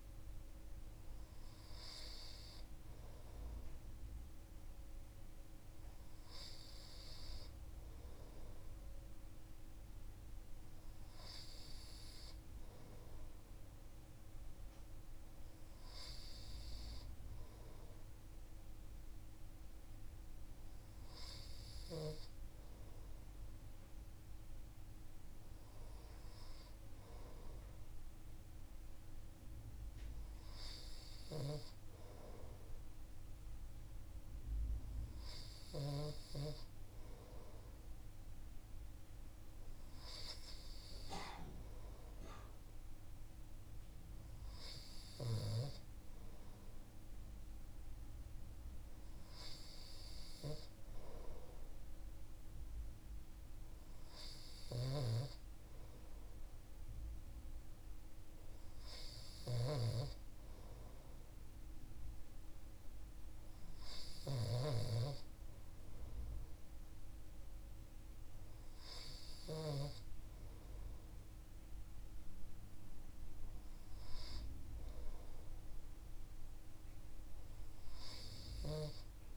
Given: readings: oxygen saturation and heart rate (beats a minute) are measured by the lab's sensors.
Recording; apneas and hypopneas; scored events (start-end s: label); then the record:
breathing in sleep by a room microphone; none
54.00-69.50 s: snoring (device-marked)
From the record:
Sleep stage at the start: N2 (light sleep); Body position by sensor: on the right side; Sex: male